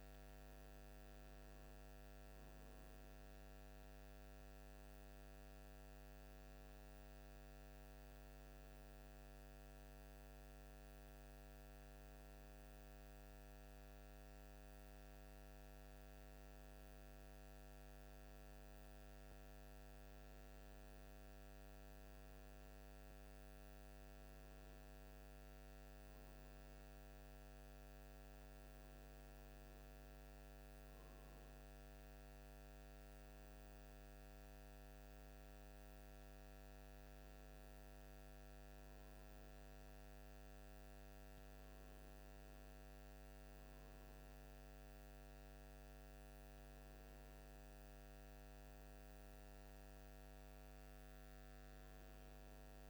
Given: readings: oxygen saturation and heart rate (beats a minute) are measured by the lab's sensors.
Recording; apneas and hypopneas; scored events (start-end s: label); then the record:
breathing in sleep, hard to hear, by a microphone on the trachea; none
none scored
From the record:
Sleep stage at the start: N1 (lightest sleep); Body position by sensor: on the right side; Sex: male